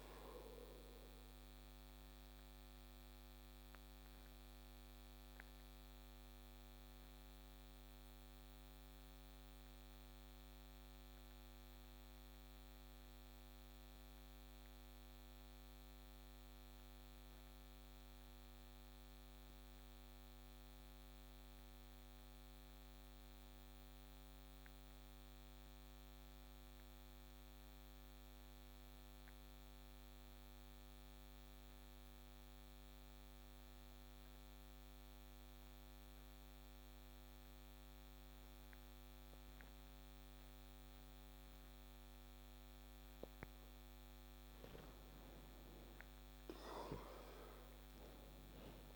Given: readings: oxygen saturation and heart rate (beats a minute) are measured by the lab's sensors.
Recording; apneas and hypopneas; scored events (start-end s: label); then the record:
breathing in sleep, hard to hear, by a microphone on the trachea; 1
2.00-43.00 s: obstructive apnea (oxygen 97% before, 92% lowest)
43.00-48.96 s: oxygen desaturation (device-marked, oxygen 97% before, 93% lowest)
44.50-48.50 s: arousal
From the record:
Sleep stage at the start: N2 (light sleep); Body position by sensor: on the back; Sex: male